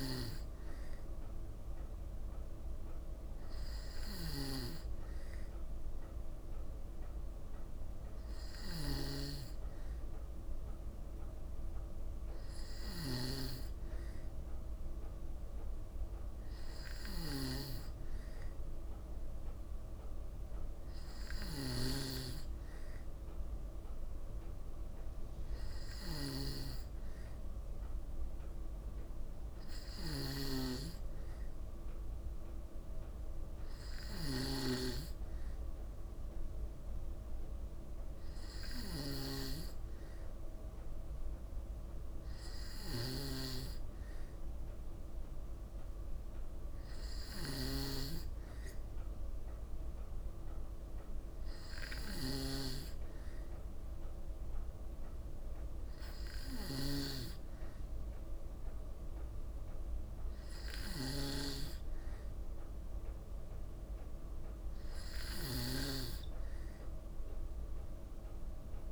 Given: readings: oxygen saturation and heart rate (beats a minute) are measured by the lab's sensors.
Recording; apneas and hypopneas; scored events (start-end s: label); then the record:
breathing in sleep by a room microphone; none
0.00-8.50 s: snoring (device-marked)
16.50-34.50 s: snoring (device-marked)
47.00-61.00 s: snoring (device-marked)
From the record:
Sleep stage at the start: N2 (light sleep); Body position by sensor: on the back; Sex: female